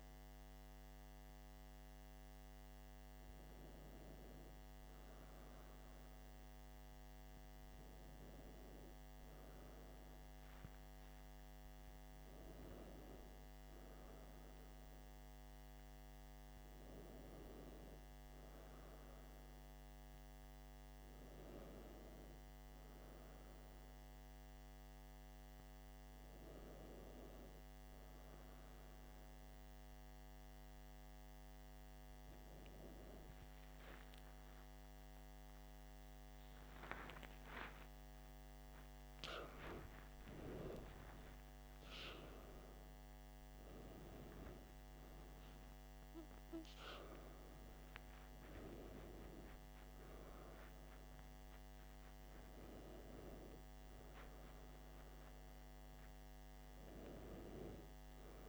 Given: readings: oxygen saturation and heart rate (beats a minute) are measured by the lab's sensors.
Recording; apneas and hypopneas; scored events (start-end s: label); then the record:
a person awake in a sleep study, by a microphone on the trachea; none
45.50-58.49 s: new sleep stage, N1 (lightest sleep)
From the record:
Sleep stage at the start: awake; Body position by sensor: on the back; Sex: male